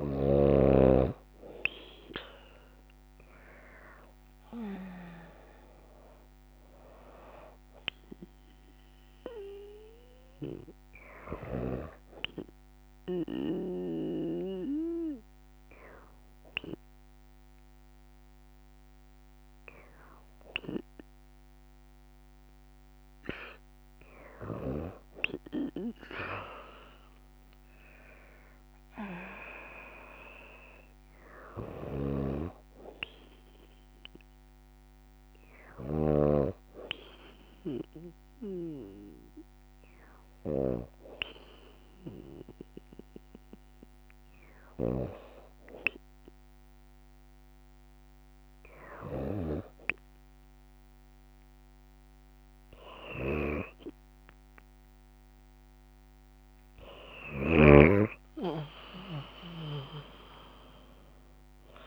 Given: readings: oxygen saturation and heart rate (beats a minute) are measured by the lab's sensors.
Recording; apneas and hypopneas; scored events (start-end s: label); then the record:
breathing in sleep by a microphone on the trachea; 2
10.50-22.00 s: hypopnea (oxygen 95% before, 93% lowest, heart rate 59 before, 54 extreme, up 6 after)
26.00-29.00 s: arousal
33.50-49.50 s: tachycardia (device-marked, heart rate 58 before, 174 extreme)
35.00-46.50 s: hypopnea (oxygen 97% before, 93% lowest, heart rate 57 before, 55 extreme)
58.00-61.00 s: arousal
From the record:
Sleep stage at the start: N2 (light sleep); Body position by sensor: on the left side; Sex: female